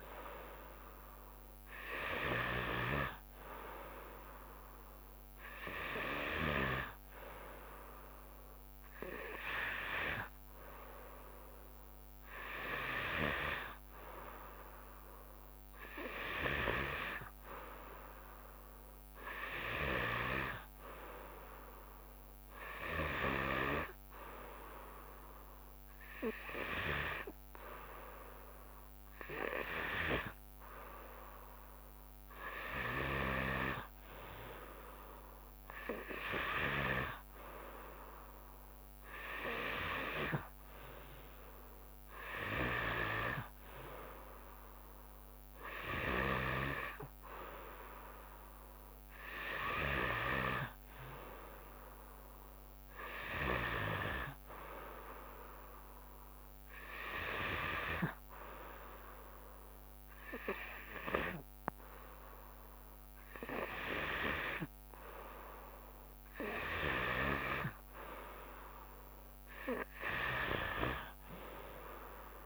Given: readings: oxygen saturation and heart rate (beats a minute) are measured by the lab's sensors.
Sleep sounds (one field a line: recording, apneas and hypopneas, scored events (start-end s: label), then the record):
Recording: breathing in sleep by a microphone on the trachea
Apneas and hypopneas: 1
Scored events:
0.00-3.00 s: snoring (device-marked)
46.00-54.00 s: snoring (device-marked)
56.00-66.50 s: hypopnea (oxygen 94% before, 92% lowest, heart rate 72 before, 71 extreme, up 0 after)
56.50-72.46 s: new sleep stage, N2 (light sleep)
70.00-72.46 s: arousal
70.50-72.46 s: snoring (device-marked)
From the record:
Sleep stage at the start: N3 (deep sleep)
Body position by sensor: on the back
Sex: female